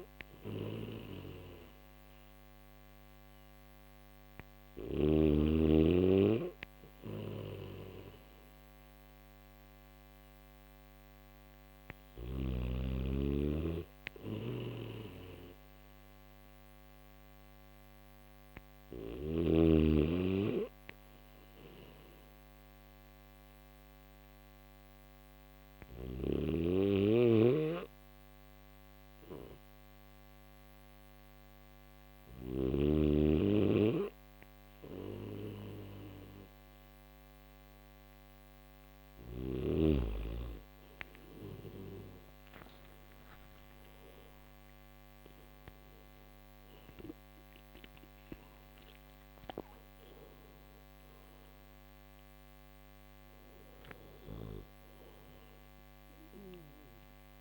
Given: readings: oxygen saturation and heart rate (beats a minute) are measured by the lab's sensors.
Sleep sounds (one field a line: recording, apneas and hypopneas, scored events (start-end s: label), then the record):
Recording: breathing in sleep by a microphone on the trachea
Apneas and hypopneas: none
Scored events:
14.00-19.00 s: snoring (device-marked)
53.50-57.41 s: snoring (device-marked)
From the record:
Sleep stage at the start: N3 (deep sleep)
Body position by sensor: on the back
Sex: male